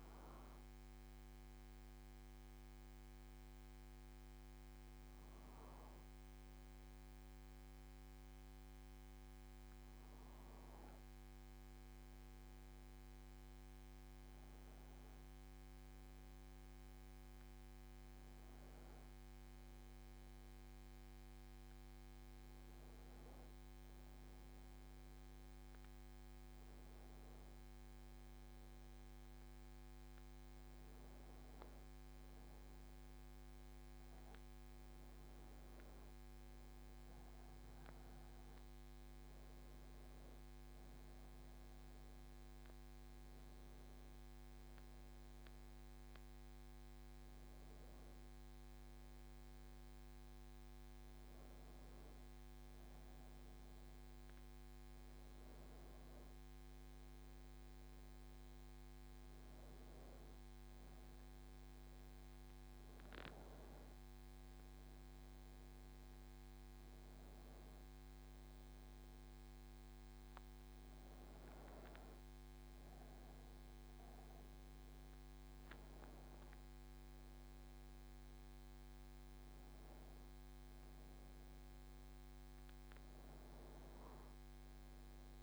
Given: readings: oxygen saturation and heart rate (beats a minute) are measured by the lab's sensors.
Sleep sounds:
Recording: a person awake in a sleep study, hard to hear, by a microphone on the trachea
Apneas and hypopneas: none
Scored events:
none scored
From the record:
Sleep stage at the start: awake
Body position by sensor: on the back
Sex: male

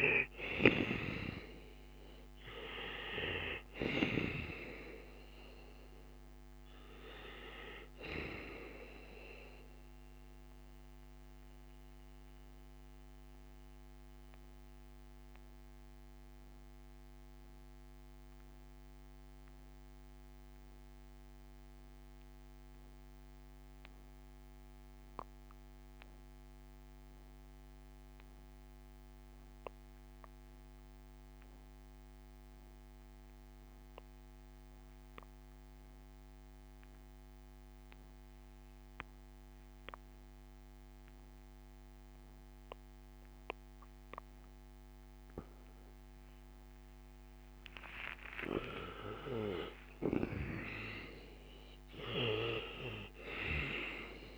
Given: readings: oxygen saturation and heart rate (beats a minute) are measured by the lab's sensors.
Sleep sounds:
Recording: breathing in sleep by a microphone on the trachea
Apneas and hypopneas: 1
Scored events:
0.00-28.00 s: oxygen desaturation (device-marked, oxygen 77% lowest, heart rate 56 extreme)
9.50-46.50 s: mixed apnea (oxygen 93% before, 77% lowest, heart rate 65 before, 56 extreme, up 8 after)
40.00-54.38 s: oxygen desaturation (device-marked, oxygen 98% before, 78% lowest, heart rate 64 before, 56 extreme)
47.00-53.50 s: arousal
From the record:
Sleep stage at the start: N2 (light sleep)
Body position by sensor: on the back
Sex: male

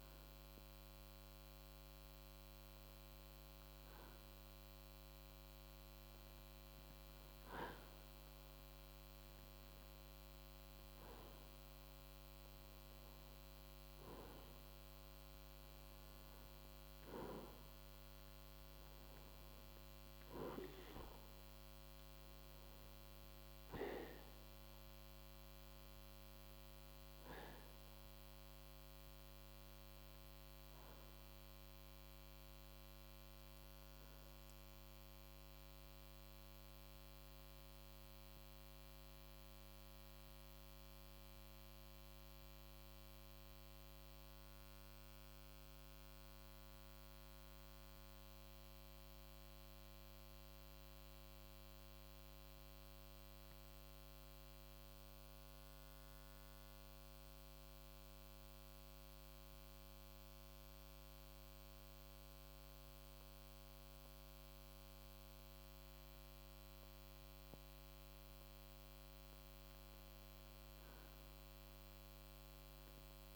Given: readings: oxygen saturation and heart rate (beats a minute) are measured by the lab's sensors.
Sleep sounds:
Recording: breathing in sleep, hard to hear, by a microphone on the trachea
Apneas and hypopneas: 1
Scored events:
7.50-17.50 s: oxygen desaturation (device-marked, oxygen 96% before, 93% lowest, heart rate 54 before, 50 extreme)
41.00-64.50 s: mixed apnea (oxygen 93% before, 91% lowest, heart rate 55 before, 48 extreme, up 6 after)
65.50-69.00 s: arousal
From the record:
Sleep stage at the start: N2 (light sleep)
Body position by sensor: on the right side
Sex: male

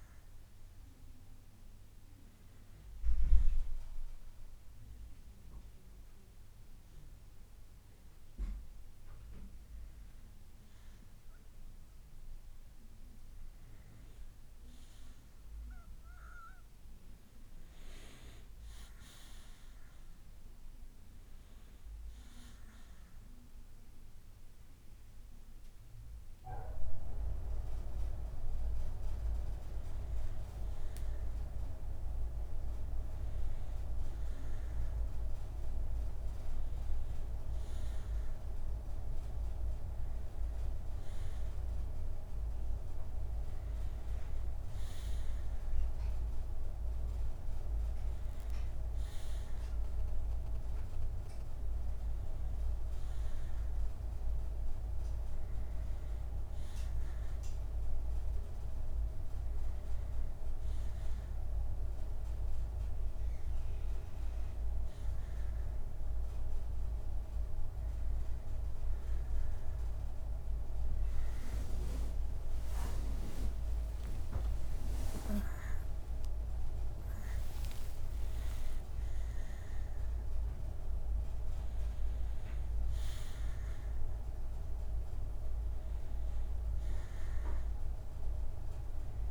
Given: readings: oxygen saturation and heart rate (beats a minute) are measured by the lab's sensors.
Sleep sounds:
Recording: breathing in sleep by a room microphone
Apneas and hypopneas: none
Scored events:
8.00-10.00 s: bradycardia (device-marked, heart rate 62 before, 60 extreme)
25.00-30.00 s: bradycardia (device-marked, heart rate 62 before, 59 extreme)
32.00-34.00 s: bradycardia (device-marked, heart rate 62 before, 53 extreme)
47.00-57.00 s: bradycardia (device-marked, heart rate 62 before, 50 extreme)
73.50-77.00 s: arousal
From the record:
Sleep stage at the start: N2 (light sleep)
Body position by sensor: on the back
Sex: male

